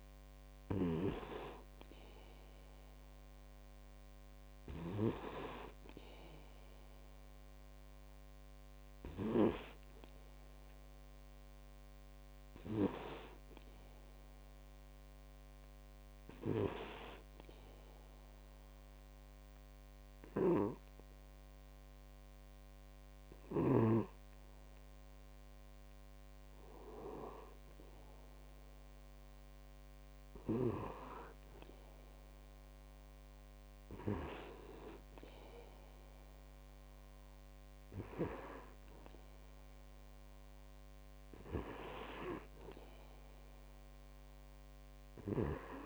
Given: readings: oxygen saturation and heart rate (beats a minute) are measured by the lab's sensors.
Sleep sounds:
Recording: breathing in sleep by a microphone on the trachea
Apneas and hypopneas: 1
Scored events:
16.50-27.00 s: obstructive apnea (oxygen 98% before, 96% lowest, heart rate 51 before, 44 extreme, up 6 after)
31.00-35.50 s: arousal
From the record:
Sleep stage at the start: N2 (light sleep)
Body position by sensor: on the back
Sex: male

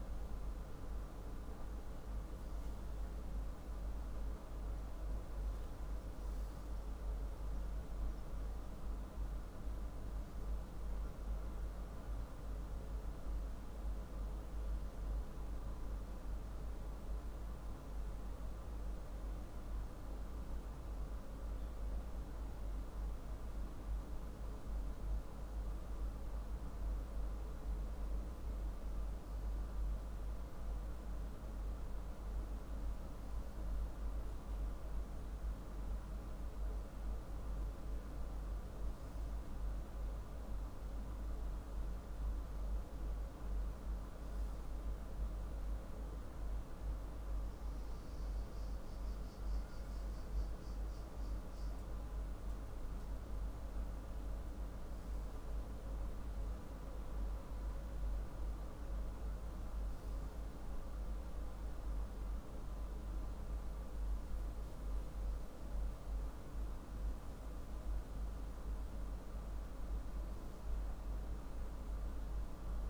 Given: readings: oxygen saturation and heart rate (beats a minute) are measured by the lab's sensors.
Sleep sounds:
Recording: breathing in sleep, hard to hear, by a room microphone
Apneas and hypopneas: none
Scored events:
none scored
From the record:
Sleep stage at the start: N3 (deep sleep)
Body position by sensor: on the left side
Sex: male

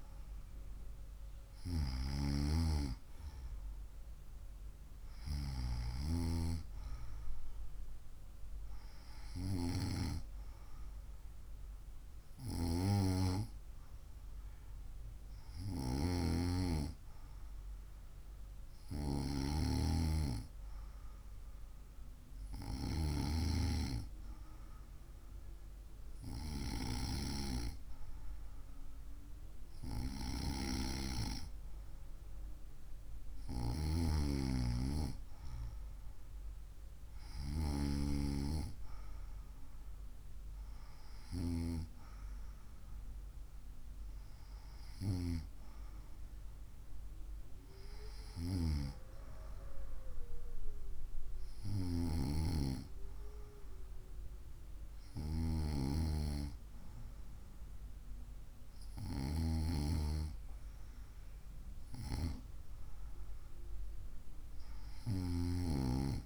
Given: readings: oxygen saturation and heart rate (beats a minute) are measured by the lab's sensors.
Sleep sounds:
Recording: breathing in sleep by a room microphone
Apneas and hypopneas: none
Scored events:
none scored
From the record:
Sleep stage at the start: N2 (light sleep)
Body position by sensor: on the right side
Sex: female

